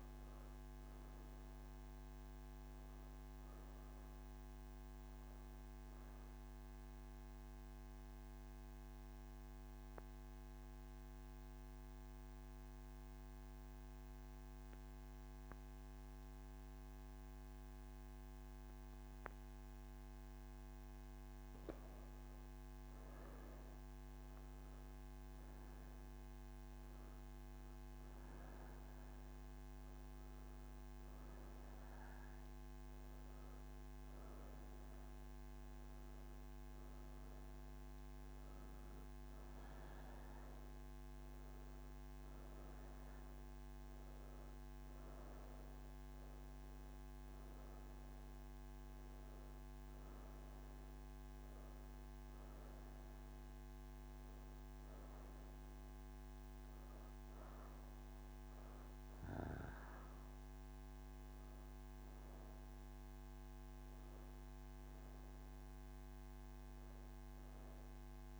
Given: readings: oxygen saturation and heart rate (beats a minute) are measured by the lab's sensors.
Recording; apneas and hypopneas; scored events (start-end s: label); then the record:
breathing in sleep, hard to hear, by a microphone on the trachea; none
10.50-68.40 s: new sleep stage, N2 (light sleep)
42.50-68.40 s: oxygen desaturation (device-marked, oxygen 95% before, 89% lowest, heart rate 186 before, 145 extreme)
From the record:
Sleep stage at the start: N1 (lightest sleep); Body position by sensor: on the right side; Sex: female